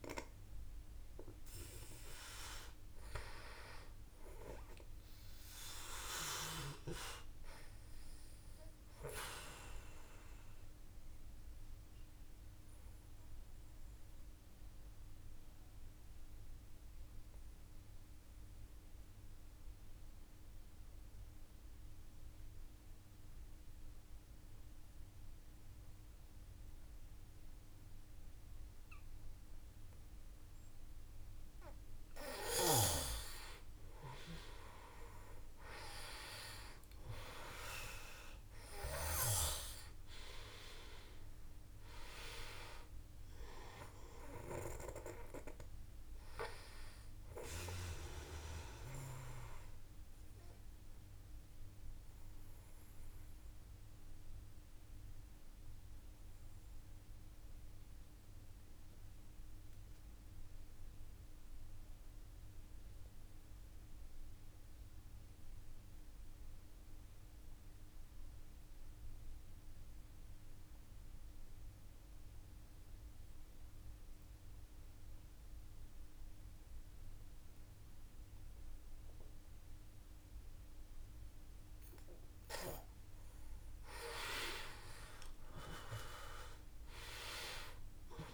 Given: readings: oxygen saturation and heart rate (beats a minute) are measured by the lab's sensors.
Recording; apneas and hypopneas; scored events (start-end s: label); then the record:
breathing in sleep by a room microphone; 2
0.00-20.00 s: oxygen desaturation (device-marked, oxygen 88% lowest, heart rate 52 extreme)
8.50-29.50 s: obstructive apnea (oxygen 97% before, 88% lowest, heart rate 54 before, 51 extreme, up 2 after)
32.50-36.50 s: arousal
37.00-66.00 s: oxygen desaturation (device-marked, oxygen 97% before, 90% lowest, heart rate 53 before, 49 extreme)
48.50-81.00 s: obstructive apnea (oxygen 98% before, 86% lowest, heart rate 55 before, 49 extreme, up 5 after)
77.00-88.34 s: oxygen desaturation (device-marked, oxygen 98% before, 86% lowest, heart rate 53 before, 49 extreme)
84.00-88.34 s: arousal
From the record:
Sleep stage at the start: N2 (light sleep); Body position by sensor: on the back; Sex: male